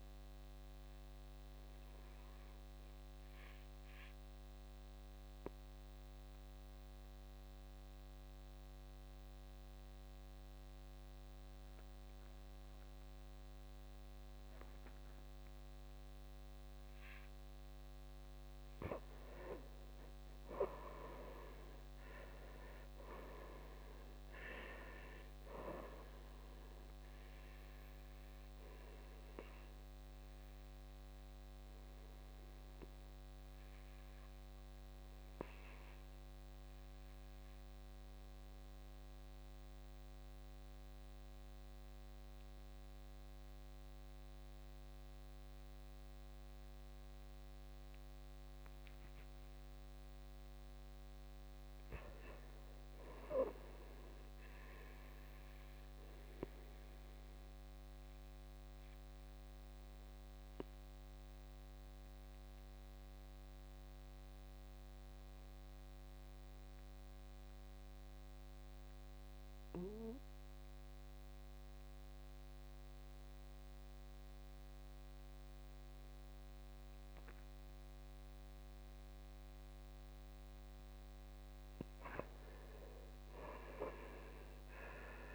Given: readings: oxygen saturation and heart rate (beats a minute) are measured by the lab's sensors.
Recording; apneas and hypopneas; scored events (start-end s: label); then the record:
breathing in sleep by a microphone on the trachea; 3
1.00-17.00 s: obstructive apnea (oxygen 97% before, 83% lowest, heart rate 57 before, 55 extreme, up 11 after)
10.50-18.50 s: oxygen desaturation (device-marked, oxygen 97% before, 91% lowest, heart rate 58 before, 55 extreme)
19.00-22.50 s: arousal
20.50-43.50 s: oxygen desaturation (device-marked, oxygen 94% before, 83% lowest, heart rate 60 before, 55 extreme)
28.50-49.50 s: obstructive apnea (oxygen 97% before, 79% lowest, heart rate 63 before, 55 extreme, up 10 after)
51.00-54.50 s: arousal
57.50-75.50 s: oxygen desaturation (device-marked, oxygen 98% before, 86% lowest, heart rate 59 before, 58 extreme)
57.50-81.00 s: obstructive apnea (oxygen 98% before, 79% lowest, heart rate 59 before, 56 extreme, up 10 after)
82.50-85.35 s: arousal
83.50-85.35 s: oxygen desaturation (device-marked, oxygen 95% before, 79% lowest, heart rate 62 before, 56 extreme)
From the record:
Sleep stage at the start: N2 (light sleep); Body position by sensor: on the back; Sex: male